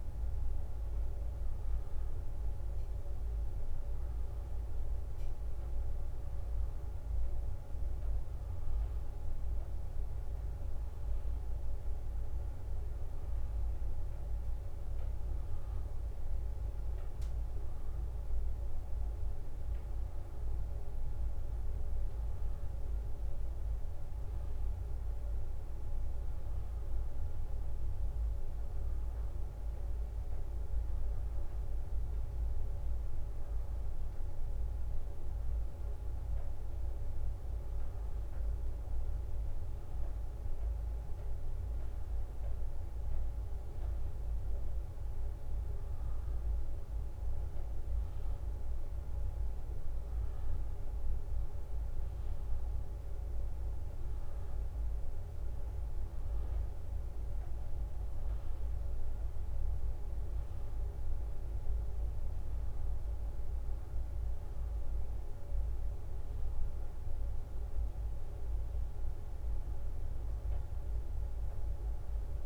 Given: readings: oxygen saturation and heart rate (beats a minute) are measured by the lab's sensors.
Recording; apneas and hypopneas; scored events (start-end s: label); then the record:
a person awake in a sleep study, hard to hear, by a room microphone; none
0.00-1.50 s: leg movement (device-marked)
2.50-7.00 s: leg movement (device-marked)
8.00-12.50 s: leg movement (device-marked)
13.50-18.00 s: leg movement (device-marked)
46.50-51.00 s: leg movement (device-marked)
52.00-55.50 s: leg movement (device-marked)
57.00-61.00 s: leg movement (device-marked)
62.50-66.00 s: leg movement (device-marked)
67.50-72.46 s: leg movement (device-marked)
From the record:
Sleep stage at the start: awake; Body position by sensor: on the back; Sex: female